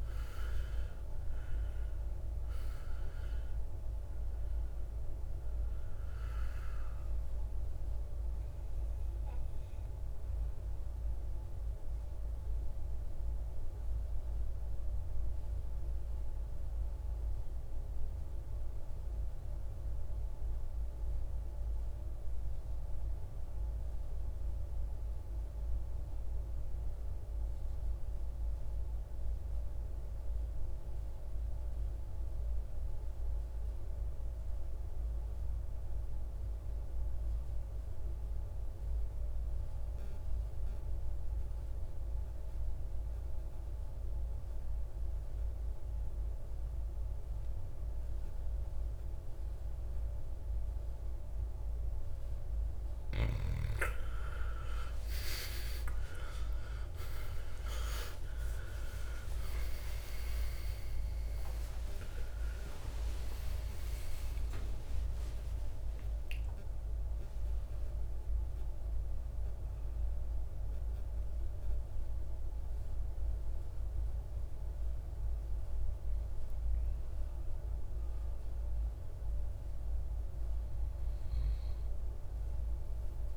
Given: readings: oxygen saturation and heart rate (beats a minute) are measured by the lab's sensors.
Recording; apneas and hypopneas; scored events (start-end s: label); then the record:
breathing in sleep by a room microphone; 1
0.00-1.50 s: arousal
2.50-19.50 s: oxygen desaturation (device-marked, oxygen 99% before, 90% lowest, heart rate 63 before, 58 extreme)
9.00-52.50 s: obstructive apnea (oxygen 99% before, 81% lowest, heart rate 66 before, 58 extreme, up 18 after)
35.50-81.50 s: oxygen desaturation (device-marked, oxygen 99% before, 81% lowest, heart rate 59 before, 56 extreme)
54.00-60.00 s: arousal
From the record:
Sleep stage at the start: N2 (light sleep); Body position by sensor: on the right side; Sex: male